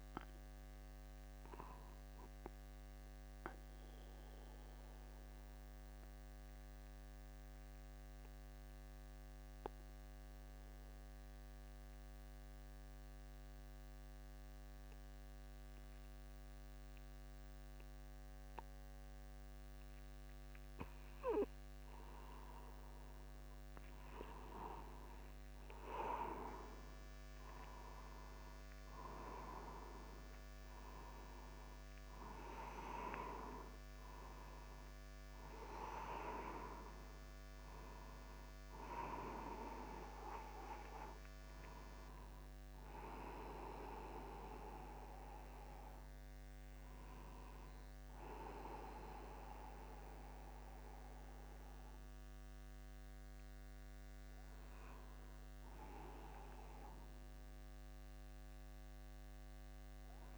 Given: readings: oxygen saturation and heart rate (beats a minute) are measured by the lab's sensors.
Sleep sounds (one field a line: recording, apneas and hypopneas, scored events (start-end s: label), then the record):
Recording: a person partly awake in a sleep study, by a microphone on the trachea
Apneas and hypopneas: 1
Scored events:
5.00-23.00 s: mixed apnea (oxygen 98% before, 95% lowest, heart rate 50 before, 50 extreme, up 0 after)
35.00-60.38 s: new sleep stage, awake
From the record:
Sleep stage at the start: N2 (light sleep)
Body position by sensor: upright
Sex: male